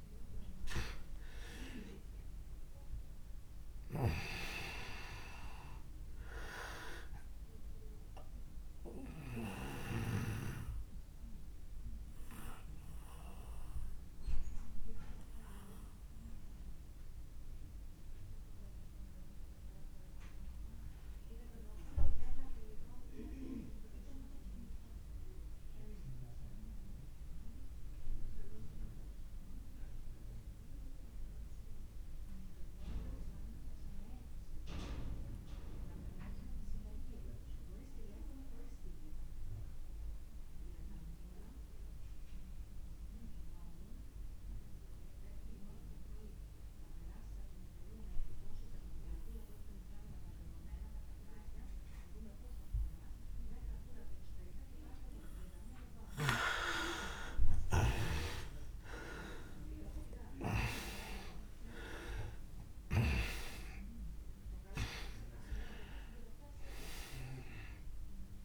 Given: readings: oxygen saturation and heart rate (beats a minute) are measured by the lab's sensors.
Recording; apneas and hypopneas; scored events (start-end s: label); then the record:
breathing in sleep by a room microphone; 1
0.00-27.00 s: oxygen desaturation (device-marked, oxygen 81% lowest)
8.50-54.50 s: obstructive apnea (oxygen 97% before, 81% lowest)
46.00-68.45 s: oxygen desaturation (device-marked, oxygen 99% before, 83% lowest)
57.00-62.00 s: arousal
From the record:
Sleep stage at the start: N2 (light sleep); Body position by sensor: on the back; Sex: male